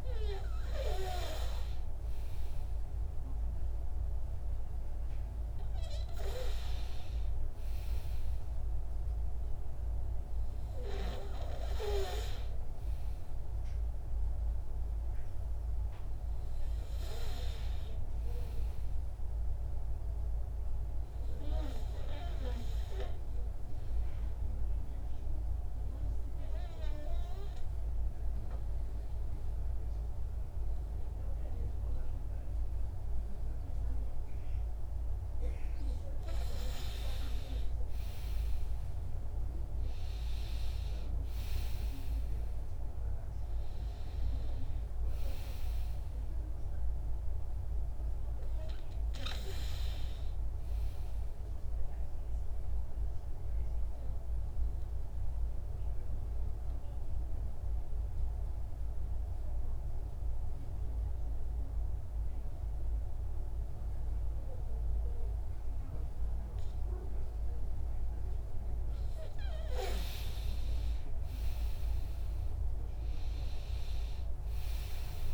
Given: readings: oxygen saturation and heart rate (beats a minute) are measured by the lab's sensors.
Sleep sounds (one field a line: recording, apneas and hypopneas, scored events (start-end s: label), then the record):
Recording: breathing in sleep by a room microphone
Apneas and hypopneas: 2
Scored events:
0.00-1.00 s: arousal
23.00-35.50 s: obstructive apnea (oxygen 96% before, 93% lowest, heart rate 72 before, 66 extreme, up 15 after)
37.50-42.00 s: arousal
41.50-61.50 s: oxygen desaturation (device-marked, oxygen 96% before, 93% lowest, heart rate 70 before, 61 extreme)
51.00-67.50 s: obstructive apnea (oxygen 97% before, 91% lowest, heart rate 72 before, 61 extreme, up 9 after)
69.50-73.00 s: arousal
From the record:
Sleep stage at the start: N2 (light sleep)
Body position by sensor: on the back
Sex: male